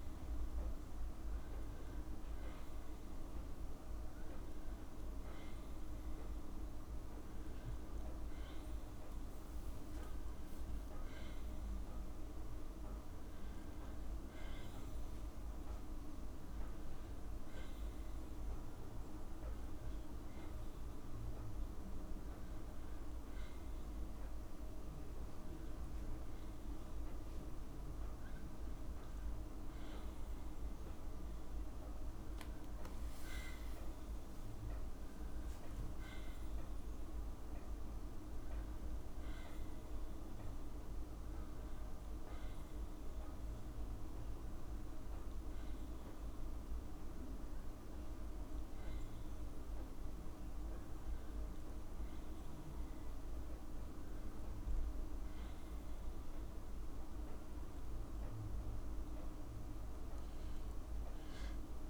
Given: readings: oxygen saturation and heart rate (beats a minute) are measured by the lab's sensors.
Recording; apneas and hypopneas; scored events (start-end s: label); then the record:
a person awake in a sleep study, hard to hear, by a room microphone; none
none scored
From the record:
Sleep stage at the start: awake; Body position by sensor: on the back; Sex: female